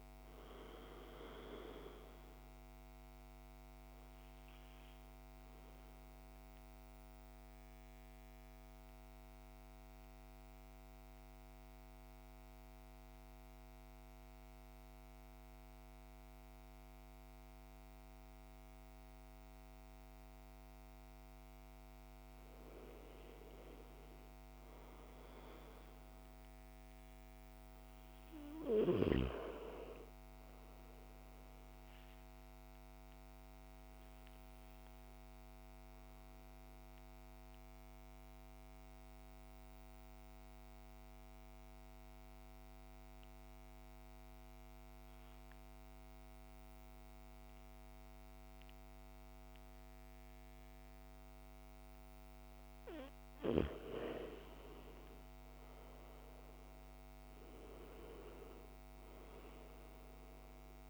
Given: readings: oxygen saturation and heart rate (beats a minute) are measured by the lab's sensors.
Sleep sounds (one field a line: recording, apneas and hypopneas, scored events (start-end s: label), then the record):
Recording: breathing in sleep by a microphone on the trachea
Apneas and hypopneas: 2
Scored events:
0.00-21.50 s: oxygen desaturation (device-marked, oxygen 88% lowest, heart rate 52 extreme)
5.00-23.00 s: central apnea (oxygen 98% before, 87% lowest, heart rate 58 before, 53 extreme, up 6 after)
25.00-28.50 s: arousal
26.50-47.50 s: oxygen desaturation (device-marked, oxygen 98% before, 90% lowest, heart rate 54 before, 53 extreme)
34.00-52.50 s: mixed apnea (oxygen 98% before, 87% lowest, heart rate 57 before, 51 extreme, up 13 after)
54.50-60.00 s: arousal
56.50-60.90 s: oxygen desaturation (device-marked, oxygen 99% before, 87% lowest, heart rate 55 before, 51 extreme)
From the record:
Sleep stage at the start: N2 (light sleep)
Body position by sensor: on the back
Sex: male